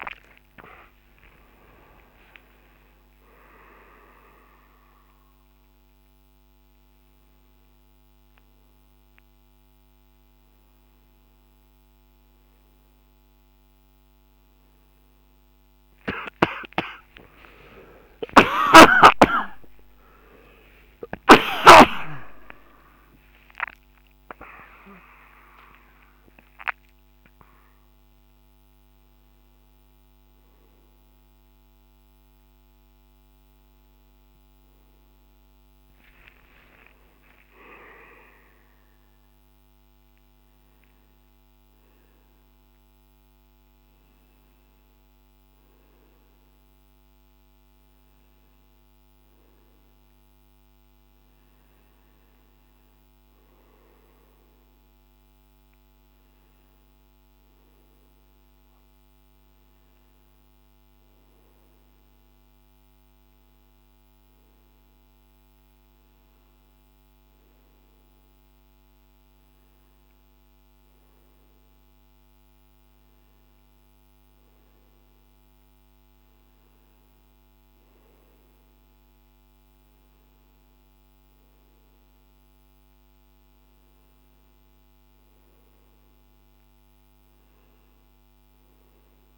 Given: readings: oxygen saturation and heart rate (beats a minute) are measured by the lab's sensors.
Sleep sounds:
a person partly awake in a sleep study, by a microphone on the trachea; none
0.00-2.00 s: long interval between heartbeats (device-marked, heart rate 98 before, 100 extreme)
6.00-15.00 s: oxygen desaturation (device-marked, oxygen 100% before, 93% lowest, heart rate 100 before, 65 extreme)
27.00-87.00 s: new sleep stage, N1 (lightest sleep)
36.50-38.50 s: long interval between heartbeats (device-marked, heart rate 79 before, 74 extreme)
54.00-67.00 s: oxygen desaturation (device-marked, oxygen 97% before, 94% lowest, heart rate 71 before, 61 extreme)
87.00-89.38 s: new sleep stage, N2 (light sleep)
From the record:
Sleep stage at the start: awake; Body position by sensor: on the right side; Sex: male

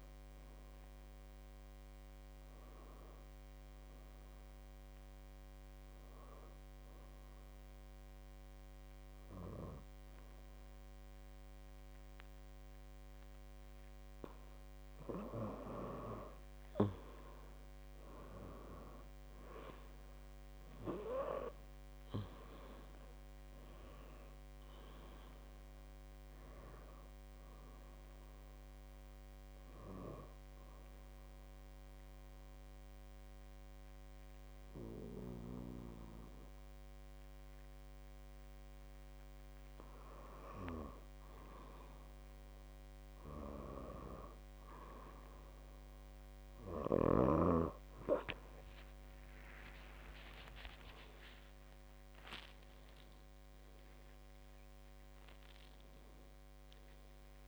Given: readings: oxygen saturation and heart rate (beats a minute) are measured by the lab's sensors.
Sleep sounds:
breathing in sleep by a microphone on the trachea; 2
4.50-15.50 s: hypopnea (oxygen 98% before, 94% lowest, heart rate 59 before, 57 extreme, up 10 after)
17.00-21.00 s: arousal
28.00-40.50 s: obstructive apnea (oxygen 96% before, 93% lowest, heart rate 62 before, 56 extreme, up 7 after)
49.50-55.00 s: arousal
From the record:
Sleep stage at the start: N2 (light sleep); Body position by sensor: on the back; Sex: female

